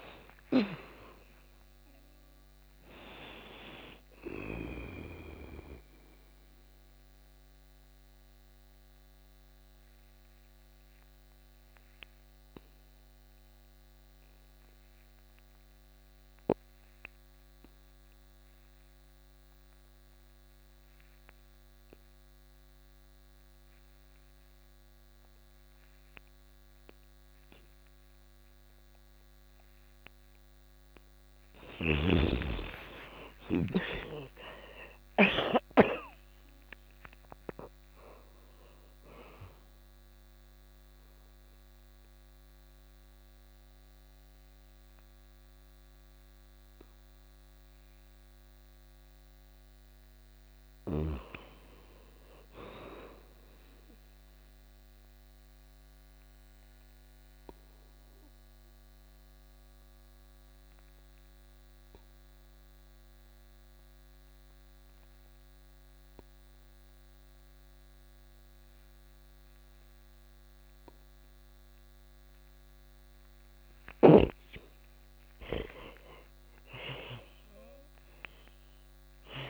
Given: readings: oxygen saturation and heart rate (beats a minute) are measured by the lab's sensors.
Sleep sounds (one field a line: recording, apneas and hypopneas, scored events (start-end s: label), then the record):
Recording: breathing in sleep by a microphone on the trachea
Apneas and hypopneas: 3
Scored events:
0.00-10.50 s: oxygen desaturation (device-marked, oxygen 83% lowest, heart rate 40 extreme)
5.50-30.00 s: mixed apnea (oxygen 97% before, 79% lowest, heart rate 128 before, 40 extreme)
24.50-48.50 s: oxygen desaturation (device-marked, oxygen 99% before, 79% lowest, heart rate 122 before, 47 extreme)
30.50-34.50 s: snoring (device-marked)
31.50-35.00 s: arousal
39.00-49.50 s: mixed apnea (oxygen 99% before, 79% lowest, heart rate 101 before, 47 extreme, up 13 after)
50.50-52.50 s: arousal
53.50-71.00 s: obstructive apnea (oxygen 99% before, 82% lowest, heart rate 123 before, 47 extreme)
60.50-65.50 s: oxygen desaturation (device-marked, oxygen 99% before, 94% lowest, heart rate 111 before, 92 extreme)
67.50-79.50 s: oxygen desaturation (device-marked, oxygen 98% before, 82% lowest, heart rate 94 before, 59 extreme)
74.00-78.50 s: arousal
From the record:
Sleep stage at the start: REM sleep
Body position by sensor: on the back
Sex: female